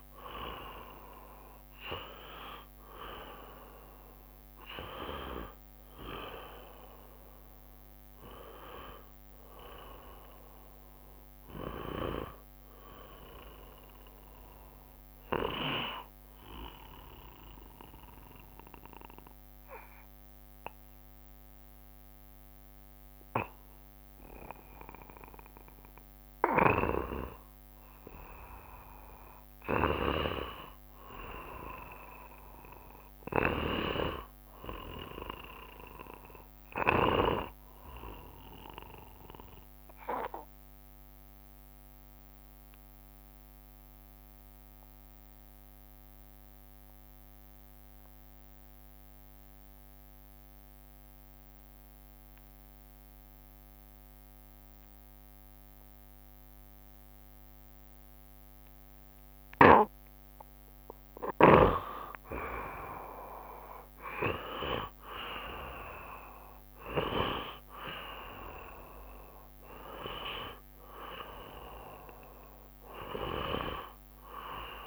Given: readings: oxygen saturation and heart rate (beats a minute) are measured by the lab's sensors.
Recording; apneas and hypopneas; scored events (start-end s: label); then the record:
breathing in sleep by a microphone on the trachea; 2
0.00-1.50 s: arousal
0.00-29.00 s: oxygen desaturation (device-marked, oxygen 81% lowest, heart rate 66 extreme)
12.00-14.00 s: long interval between heartbeats (device-marked, heart rate 73 before, 73 extreme)
16.50-28.00 s: obstructive apnea (oxygen 89% before, 79% lowest, heart rate 73 before, 68 extreme, up 2 after)
31.00-35.00 s: arousal
40.00-61.00 s: obstructive apnea (oxygen 93% before, 79% lowest, heart rate 70 before, 68 extreme, up 21 after)
42.00-55.00 s: oxygen desaturation (device-marked, oxygen 93% before, 86% lowest, heart rate 70 before, 68 extreme)
60.50-62.50 s: long interval between heartbeats (device-marked, heart rate 70 before, 89 extreme)
61.00-74.87 s: oxygen desaturation (device-marked, oxygen 89% before, 79% lowest, heart rate 71 before, 62 extreme)
62.50-67.00 s: arousal
From the record:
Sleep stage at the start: N1 (lightest sleep); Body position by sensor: on the back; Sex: male